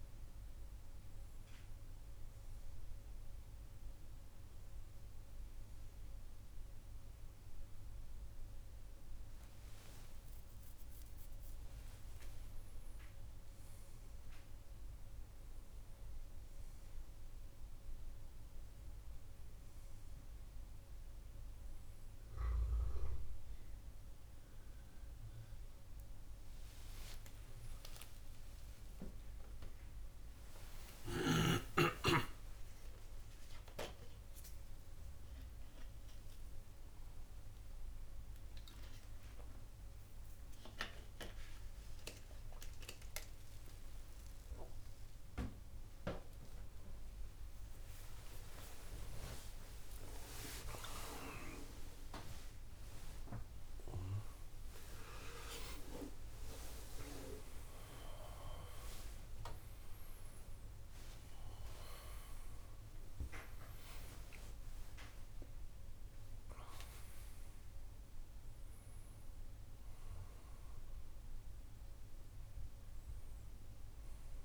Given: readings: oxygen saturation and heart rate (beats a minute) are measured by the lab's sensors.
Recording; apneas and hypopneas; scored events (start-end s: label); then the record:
a person awake in a sleep study, by a room microphone; none
0.00-2.00 s: oxygen desaturation (device-marked, oxygen 93% lowest, heart rate 69 extreme)
30.00-74.45 s: new sleep stage, awake
From the record:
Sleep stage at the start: N1 (lightest sleep); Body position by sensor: on the back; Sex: male